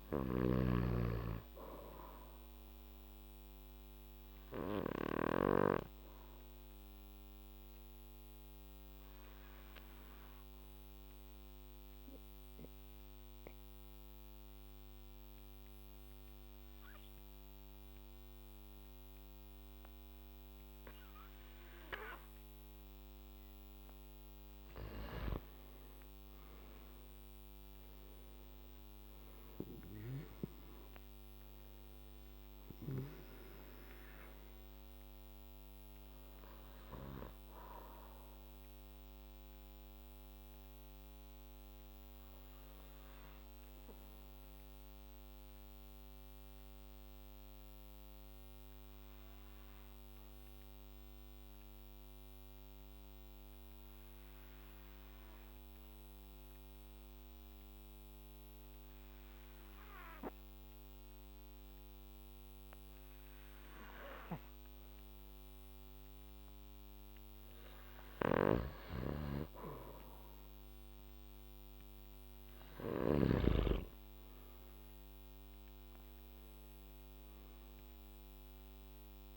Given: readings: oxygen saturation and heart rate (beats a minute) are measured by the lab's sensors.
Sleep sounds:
breathing in sleep by a microphone on the trachea; 2
0.00-5.50 s: snoring (device-marked)
4.00-23.00 s: oxygen desaturation (device-marked, oxygen 98% before, 93% lowest, heart rate 60 before, 58 extreme)
5.50-23.00 s: obstructive apnea (oxygen 99% before, 91% lowest, heart rate 60 before, 58 extreme, up 6 after)
24.50-29.50 s: arousal
38.00-66.50 s: obstructive apnea (oxygen 97% before, 91% lowest, heart rate 63 before, 55 extreme, up 5 after)
44.00-53.00 s: oxygen desaturation (device-marked, oxygen 95% before, 91% lowest, heart rate 64 before, 56 extreme)
69.00-73.50 s: snoring (device-marked)
71.50-75.50 s: arousal
74.00-79.37 s: oxygen desaturation (device-marked, oxygen 97% before, 94% lowest, heart rate 58 before, 55 extreme)
From the record:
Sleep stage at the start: N2 (light sleep); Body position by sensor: on the back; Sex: male

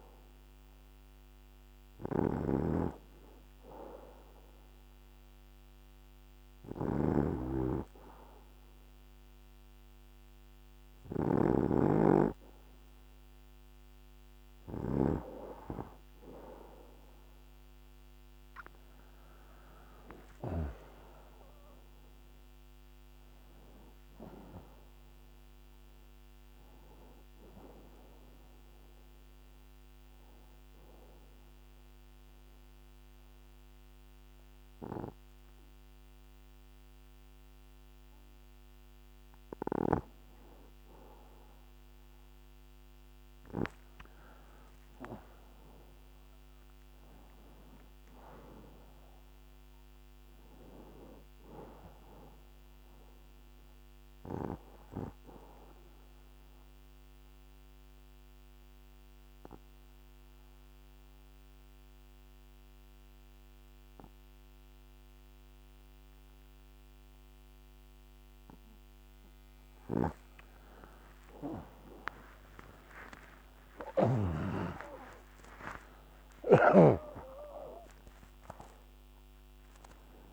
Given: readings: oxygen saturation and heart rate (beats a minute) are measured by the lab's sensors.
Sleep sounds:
breathing in sleep by a microphone on the trachea; 2
30.50-43.50 s: obstructive apnea (oxygen 91% before, 88% lowest, heart rate 86 before, 78 extreme, up 6 after)
46.50-51.00 s: arousal
54.50-70.50 s: obstructive apnea (oxygen 94% before, 89% lowest, heart rate 82 before, 83 extreme, up 16 after)
56.00-67.00 s: oxygen desaturation (device-marked, oxygen 94% before, 89% lowest, heart rate 82 before, 83 extreme)
72.50-78.00 s: arousal
From the record:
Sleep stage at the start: N2 (light sleep); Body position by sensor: on the back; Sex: male

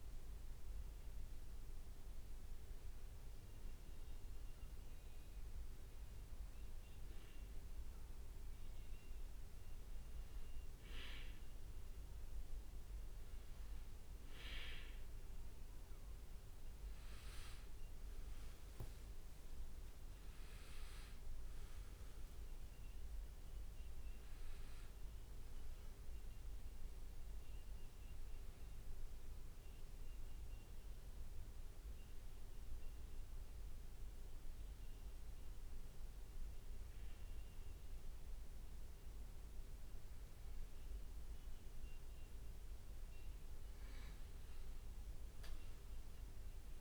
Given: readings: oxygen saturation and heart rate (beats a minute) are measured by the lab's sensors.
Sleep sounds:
breathing in sleep, hard to hear, by a room microphone; 1
17.50-20.50 s: leg movement (device-marked)
20.50-25.00 s: arousal
31.00-41.00 s: hypopnea (oxygen 98% before, 96% lowest, heart rate 66 before, 57 extreme, up 6 after)
44.50-46.81 s: arousal
From the record:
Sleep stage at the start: N2 (light sleep); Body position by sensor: on the back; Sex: male

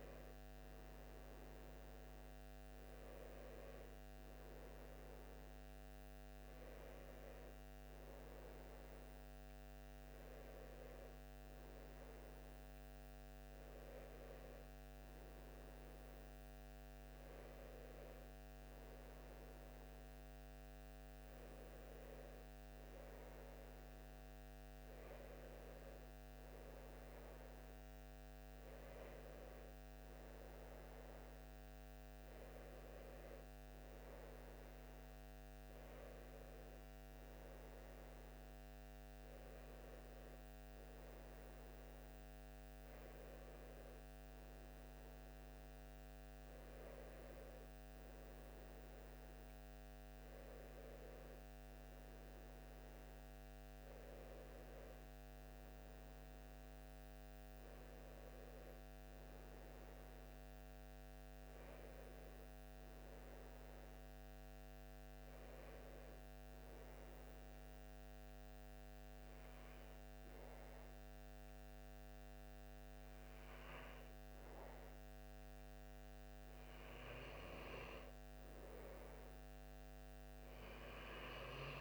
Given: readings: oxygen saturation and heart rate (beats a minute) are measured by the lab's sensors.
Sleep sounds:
breathing in sleep, hard to hear, by a microphone on the trachea; 1
0.50-17.50 s: oxygen desaturation (device-marked, oxygen 93% before, 90% lowest, heart rate 62 before, 59 extreme)
67.00-77.00 s: hypopnea (oxygen 93% before, 89% lowest, heart rate 61 before, 59 extreme, up 4 after)
71.50-81.81 s: new sleep stage, N2 (light sleep)
79.50-81.81 s: arousal
From the record:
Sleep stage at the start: N1 (lightest sleep); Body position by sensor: on the back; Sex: male

